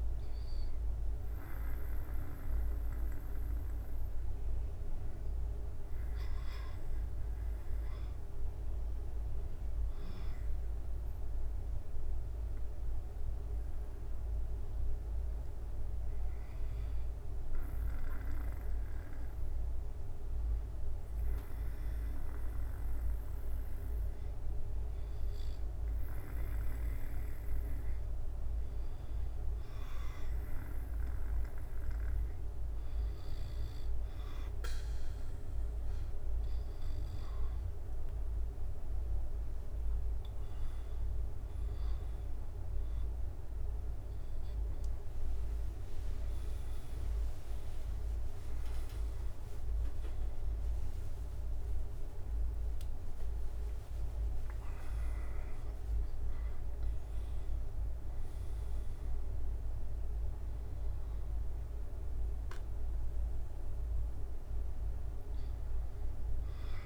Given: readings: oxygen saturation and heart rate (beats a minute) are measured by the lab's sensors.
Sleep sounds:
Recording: breathing in sleep, hard to hear, by a room microphone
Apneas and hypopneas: 1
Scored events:
2.50-36.00 s: hypopnea (oxygen 97% before, 95% lowest, heart rate 77 before, 65 extreme, up 14 after)
43.00-47.00 s: arousal
45.00-61.00 s: drop in pulse transit time (device-marked, heart rate 72 before, 82 extreme)
From the record:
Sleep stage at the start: N2 (light sleep)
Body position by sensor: on the back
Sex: male

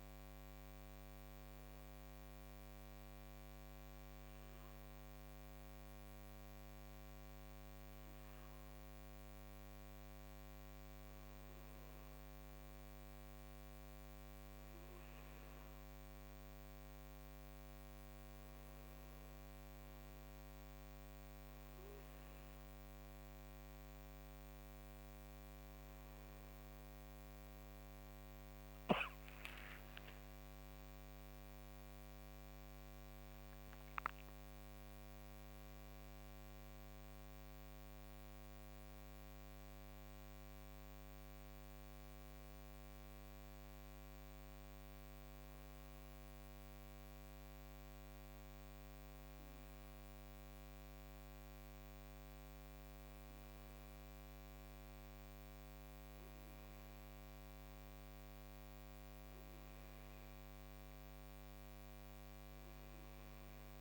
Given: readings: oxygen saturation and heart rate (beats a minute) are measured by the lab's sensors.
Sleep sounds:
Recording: breathing in sleep, hard to hear, by a microphone on the trachea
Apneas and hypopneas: 1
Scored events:
9.50-27.50 s: oxygen desaturation (device-marked, oxygen 96% before, 93% lowest, heart rate 56 before, 53 extreme)
29.00-34.00 s: arousal
32.50-63.81 s: new sleep stage, N2 (light sleep)
44.00-56.50 s: mixed apnea (oxygen 95% before, 92% lowest, heart rate 65 before, 54 extreme, up 3 after)
58.50-62.00 s: arousal
60.50-63.81 s: oxygen desaturation (device-marked, oxygen 95% before, 92% lowest, heart rate 56 before, 56 extreme)
From the record:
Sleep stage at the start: N1 (lightest sleep)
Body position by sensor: on the right side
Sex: male

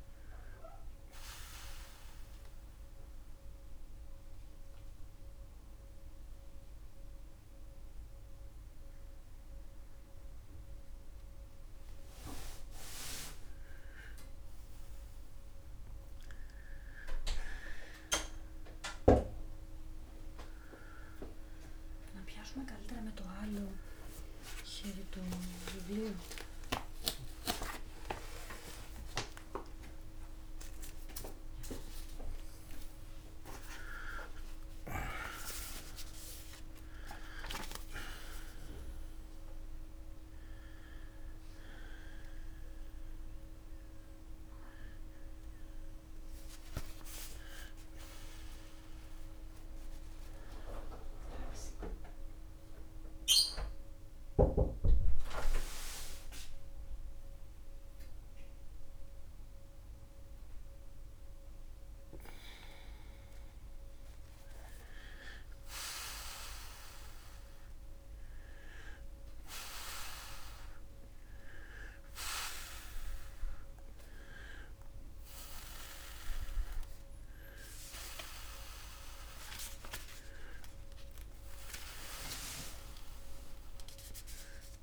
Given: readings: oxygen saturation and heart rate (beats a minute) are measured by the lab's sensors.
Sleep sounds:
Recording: breathing in sleep by a room microphone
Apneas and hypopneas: 2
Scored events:
1.00-12.00 s: central apnea (oxygen 95% before, 90% lowest, heart rate 75 before, 69 extreme, up 8 after)
14.50-18.50 s: arousal
34.00-37.50 s: arousal
52.50-63.50 s: central apnea (oxygen 91% before, 89% lowest, heart rate 97 before, 69 extreme, up 19 after)
65.00-68.50 s: arousal
From the record:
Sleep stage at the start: N2 (light sleep)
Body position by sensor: on the back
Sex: male

